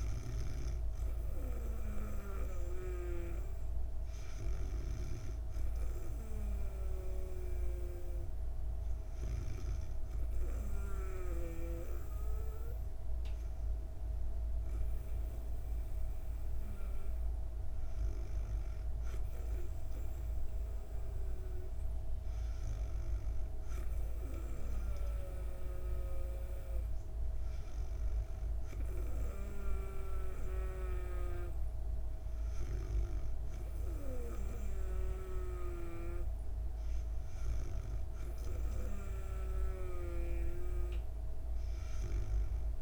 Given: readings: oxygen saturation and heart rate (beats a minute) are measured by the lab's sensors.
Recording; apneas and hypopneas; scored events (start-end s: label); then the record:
breathing in sleep by a room microphone; none
0.00-2.50 s: snoring (device-marked)
7.00-11.50 s: snoring (device-marked)
25.00-42.82 s: snoring (device-marked)
From the record:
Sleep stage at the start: N2 (light sleep); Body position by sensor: on the back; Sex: female